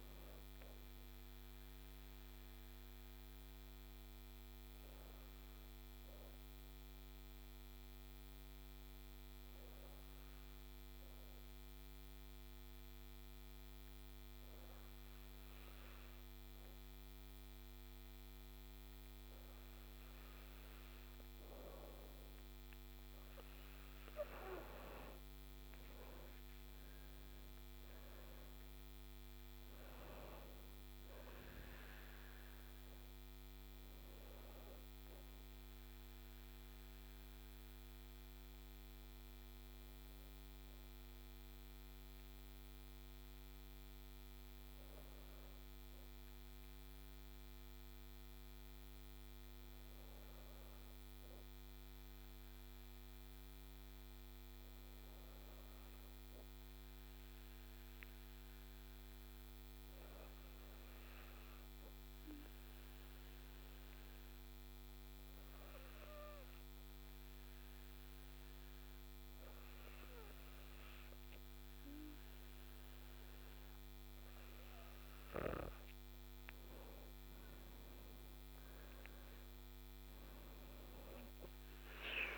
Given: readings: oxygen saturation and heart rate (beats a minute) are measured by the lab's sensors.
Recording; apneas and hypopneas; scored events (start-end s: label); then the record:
breathing in sleep, hard to hear, by a microphone on the trachea; 2
0.00-4.00 s: oxygen desaturation (device-marked, oxygen 93% lowest, heart rate 37 extreme)
3.00-23.00 s: hypopnea (oxygen 97% before, 92% lowest, heart rate 49 before, 35 extreme, up 15 after)
27.00-52.00 s: oxygen desaturation (device-marked, oxygen 98% before, 92% lowest, heart rate 47 before, 35 extreme)
27.50-31.00 s: arousal
40.00-75.00 s: hypopnea (oxygen 98% before, 92% lowest, heart rate 49 before, 40 extreme, up 2 after)
From the record:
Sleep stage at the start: N2 (light sleep); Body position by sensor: on the back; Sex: female